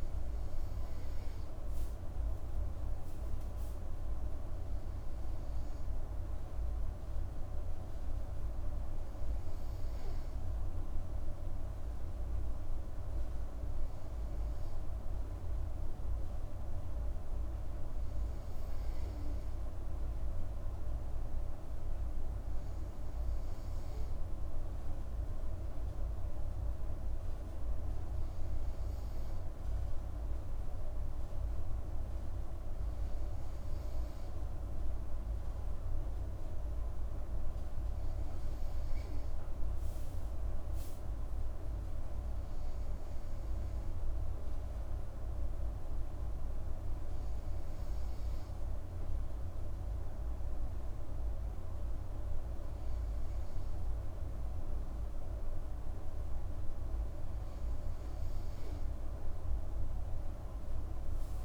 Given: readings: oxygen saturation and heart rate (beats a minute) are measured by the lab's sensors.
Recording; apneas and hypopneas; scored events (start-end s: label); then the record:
breathing in sleep, hard to hear, by a room microphone; none
none scored
From the record:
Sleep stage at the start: N2 (light sleep); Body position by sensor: on the right side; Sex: female